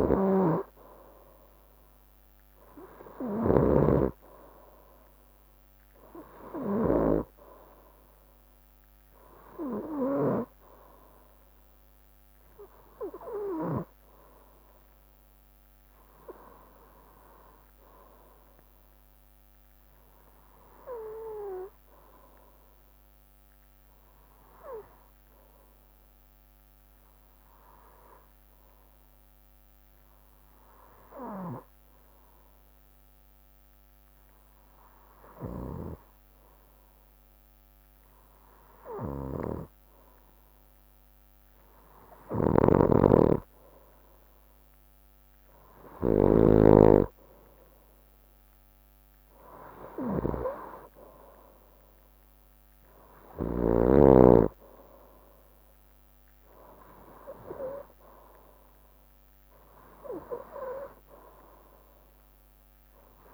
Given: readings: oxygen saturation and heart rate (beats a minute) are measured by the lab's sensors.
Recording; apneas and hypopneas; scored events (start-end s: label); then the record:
breathing in sleep by a microphone on the trachea; 1
0.00-7.00 s: snoring (device-marked)
27.50-39.00 s: hypopnea (oxygen 94% before, 93% lowest, heart rate 67 before, 65 extreme, up 2 after)
35.00-53.50 s: snoring (device-marked)
40.50-44.00 s: arousal
From the record:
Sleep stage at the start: N3 (deep sleep); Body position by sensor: on the right side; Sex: male